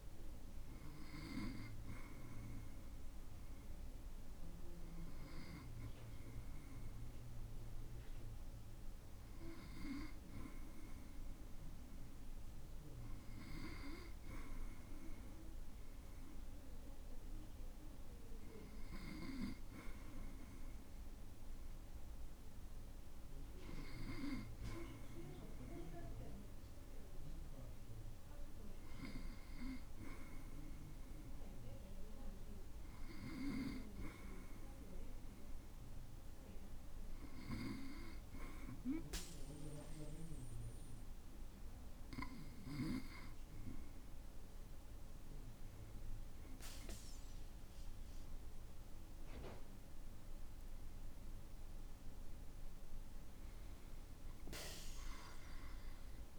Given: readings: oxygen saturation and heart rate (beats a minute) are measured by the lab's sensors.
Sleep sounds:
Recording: breathing in sleep by a room microphone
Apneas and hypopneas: none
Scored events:
none scored
From the record:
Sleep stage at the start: N2 (light sleep)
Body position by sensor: on the back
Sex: male

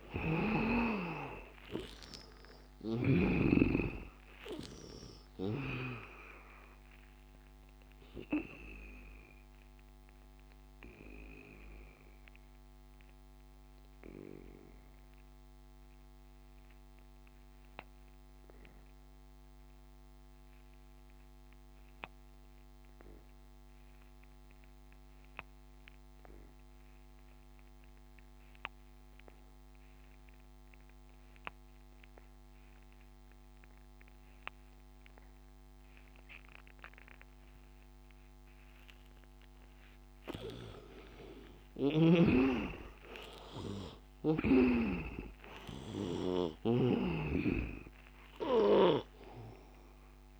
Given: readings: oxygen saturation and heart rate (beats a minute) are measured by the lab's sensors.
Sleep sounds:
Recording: breathing in sleep by a microphone on the trachea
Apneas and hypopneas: 1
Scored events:
0.00-3.50 s: snoring (device-marked)
0.00-22.00 s: oxygen desaturation (device-marked, oxygen 75% lowest, heart rate 76 extreme)
7.50-39.00 s: obstructive apnea (oxygen 100% before, 75% lowest, heart rate 83 before, 75 extreme, up 10 after)
32.00-50.40 s: oxygen desaturation (device-marked, oxygen 100% before, 75% lowest, heart rate 85 before, 74 extreme)
42.00-46.00 s: arousal
From the record:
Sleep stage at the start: N2 (light sleep)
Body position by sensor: on the back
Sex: male

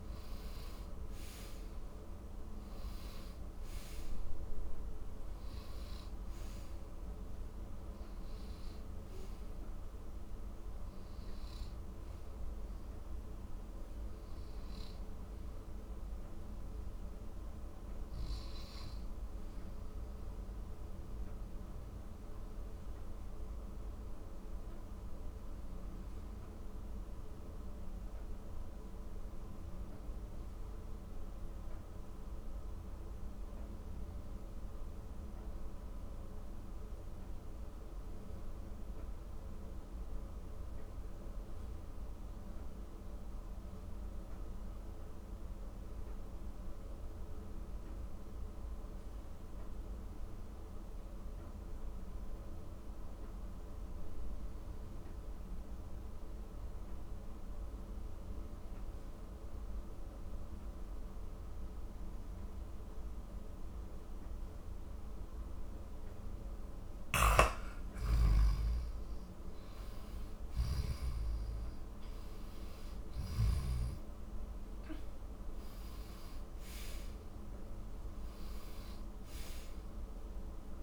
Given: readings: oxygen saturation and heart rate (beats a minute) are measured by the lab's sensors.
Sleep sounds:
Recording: breathing in sleep, hard to hear, by a room microphone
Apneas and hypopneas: 1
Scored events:
0.00-28.00 s: oxygen desaturation (device-marked, oxygen 86% lowest, heart rate 48 extreme)
20.50-66.00 s: mixed apnea (oxygen 94% before, 87% lowest, heart rate 61 before, 47 extreme, up 20 after)
62.00-80.83 s: oxygen desaturation (device-marked, oxygen 98% before, 87% lowest, heart rate 55 before, 44 extreme)
65.00-80.83 s: new sleep stage, N1 (lightest sleep)
67.00-71.00 s: snoring (device-marked)
67.50-73.00 s: arousal
From the record:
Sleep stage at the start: N2 (light sleep)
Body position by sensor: on the back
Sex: male

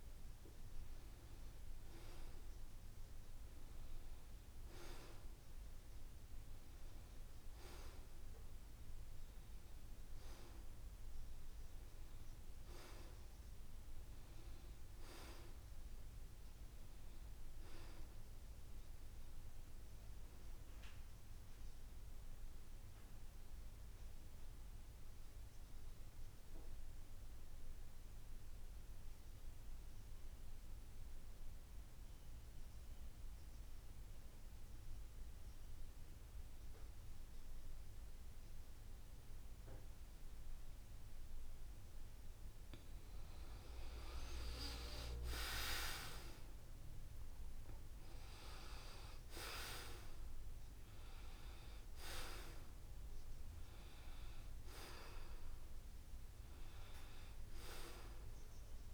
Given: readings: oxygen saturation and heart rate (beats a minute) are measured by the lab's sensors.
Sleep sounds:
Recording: breathing in sleep by a room microphone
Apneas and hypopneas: 1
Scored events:
0.00-12.50 s: oxygen desaturation (device-marked, oxygen 88% lowest, heart rate 72 extreme)
14.50-18.00 s: arousal
22.00-42.50 s: mixed apnea (oxygen 94% before, 86% lowest, heart rate 76 before, 72 extreme, up 7 after)
35.50-58.94 s: oxygen desaturation (device-marked, oxygen 94% before, 86% lowest, heart rate 74 before, 71 extreme)
45.00-48.00 s: arousal
From the record:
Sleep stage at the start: N2 (light sleep)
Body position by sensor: on the back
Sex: male

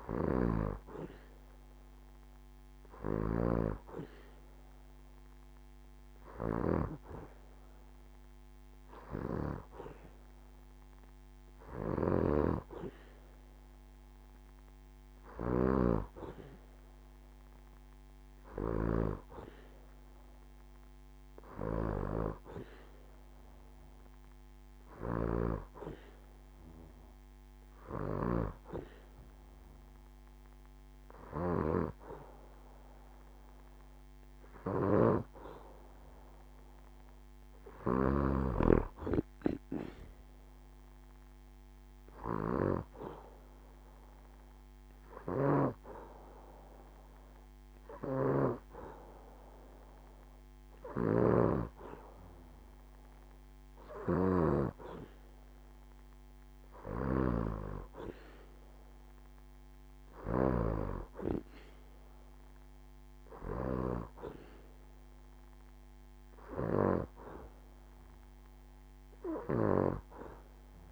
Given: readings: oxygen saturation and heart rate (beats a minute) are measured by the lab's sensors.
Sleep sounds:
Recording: breathing in sleep by a microphone on the trachea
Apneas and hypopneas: none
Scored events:
25.00-27.00 s: long interval between heartbeats (device-marked, heart rate 73 before, 74 extreme)
From the record:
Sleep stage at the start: N2 (light sleep)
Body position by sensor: on the back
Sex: female

